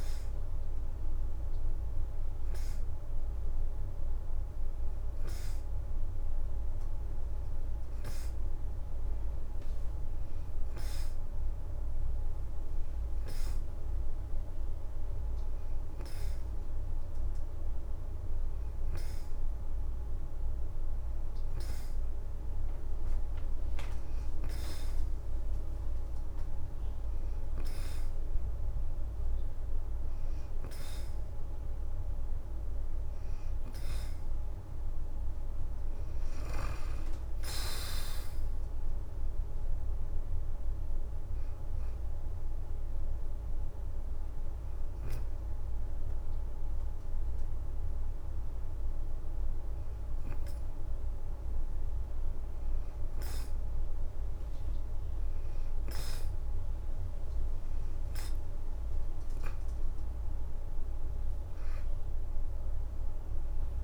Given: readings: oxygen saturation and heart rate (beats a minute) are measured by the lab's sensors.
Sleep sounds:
breathing in sleep, hard to hear, by a room microphone; none
0.00-1.50 s: leg movement (device-marked)
29.50-33.00 s: leg movement (device-marked)
34.00-36.00 s: leg movement (device-marked)
58.00-63.84 s: new sleep stage, awake
From the record:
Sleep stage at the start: N2 (light sleep); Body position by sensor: on the right side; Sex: female

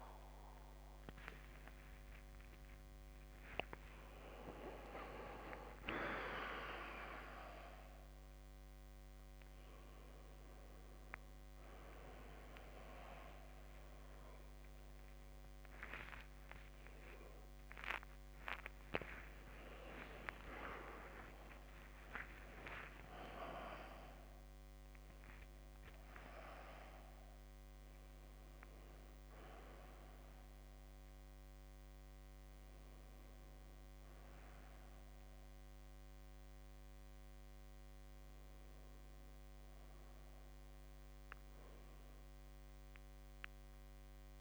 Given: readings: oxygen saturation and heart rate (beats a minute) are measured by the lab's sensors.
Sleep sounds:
a person awake in a sleep study, by a microphone on the trachea; none
5.00-7.00 s: long interval between heartbeats (device-marked, heart rate 109 before, 90 extreme)
20.50-22.50 s: long interval between heartbeats (device-marked, heart rate 76 before, 77 extreme)
23.00-25.00 s: long interval between heartbeats (device-marked, heart rate 77 before, 97 extreme)
23.50-44.41 s: new sleep stage, N1 (lightest sleep)
From the record:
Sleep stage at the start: awake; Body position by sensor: on the back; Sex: male

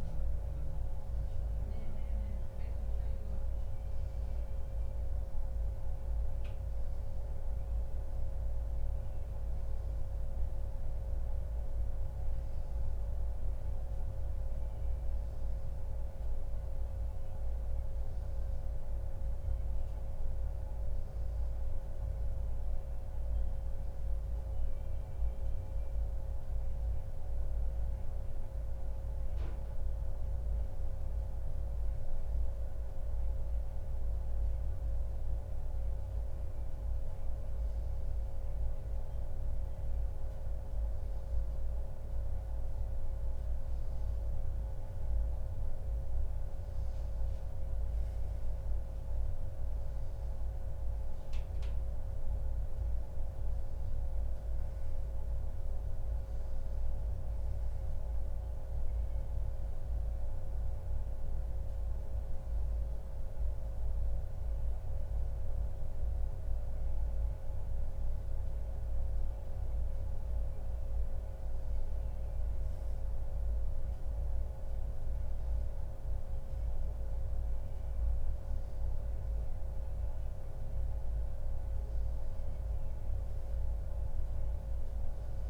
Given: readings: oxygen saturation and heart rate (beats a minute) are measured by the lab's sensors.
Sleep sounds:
breathing in sleep, hard to hear, by a room microphone; none
23.50-85.50 s: new sleep stage, N2 (light sleep)
From the record:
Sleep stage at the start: N1 (lightest sleep); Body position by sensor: on the back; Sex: male

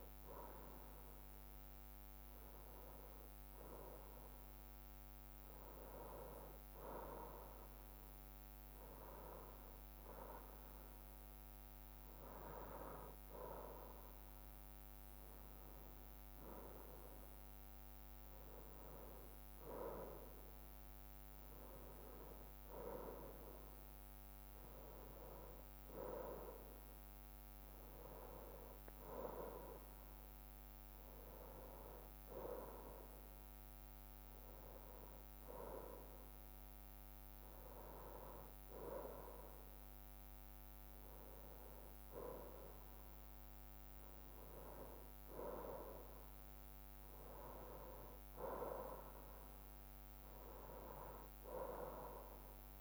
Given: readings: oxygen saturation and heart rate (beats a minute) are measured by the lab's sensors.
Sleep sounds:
breathing in sleep by a microphone on the trachea; none
none scored
From the record:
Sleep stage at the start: N1 (lightest sleep); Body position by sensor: on the right side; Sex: male

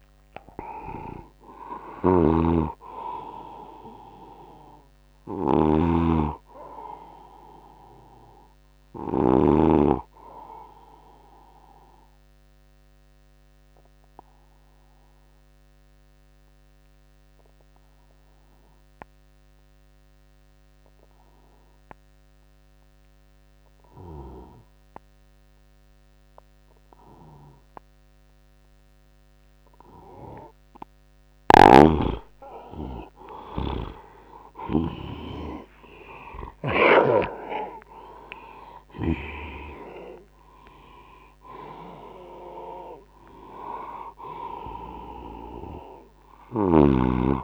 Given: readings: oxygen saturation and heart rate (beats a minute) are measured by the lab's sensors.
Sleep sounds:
breathing in sleep by a microphone on the trachea; 1
1.50-9.00 s: snoring (device-marked)
11.50-29.50 s: obstructive apnea (oxygen 98% before, 89% lowest, heart rate 81 before, 74 extreme, up 5 after)
30.50-47.44 s: oxygen desaturation (device-marked, oxygen 98% before, 89% lowest, heart rate 81 before, 74 extreme)
31.00-39.00 s: snoring (device-marked)
35.00-39.50 s: arousal
46.00-47.44 s: snoring (device-marked)
From the record:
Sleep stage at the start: N2 (light sleep); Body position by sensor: on the right side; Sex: male

